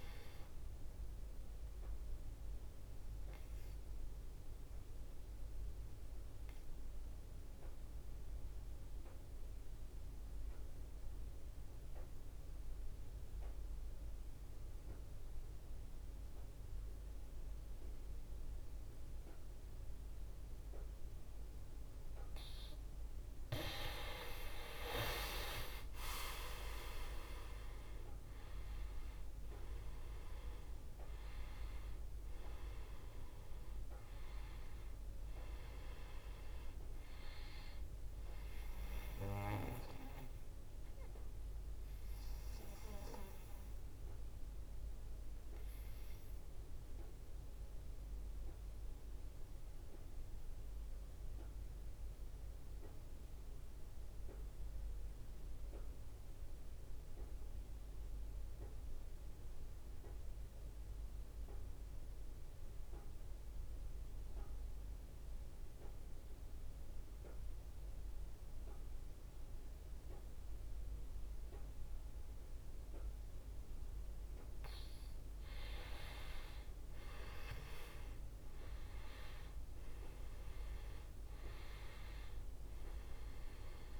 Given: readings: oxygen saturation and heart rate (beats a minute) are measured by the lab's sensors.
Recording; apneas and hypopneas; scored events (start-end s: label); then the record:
breathing in sleep by a room microphone; 2
0.00-16.50 s: oxygen desaturation (device-marked, oxygen 91% lowest, heart rate 48 extreme)
1.50-22.50 s: obstructive apnea (oxygen 99% before, 87% lowest, heart rate 63 before, 48 extreme)
23.50-55.50 s: oxygen desaturation (device-marked, oxygen 96% before, 87% lowest, heart rate 64 before, 54 extreme)
24.00-28.00 s: arousal
39.50-73.00 s: obstructive apnea (oxygen 96% before, 87% lowest, heart rate 61 before, 61 extreme, up 8 after)
72.50-84.00 s: oxygen desaturation (device-marked, oxygen 98% before, 88% lowest, heart rate 62 before, 59 extreme)
75.50-79.50 s: arousal
From the record:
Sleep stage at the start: N2 (light sleep); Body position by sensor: on the back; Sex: male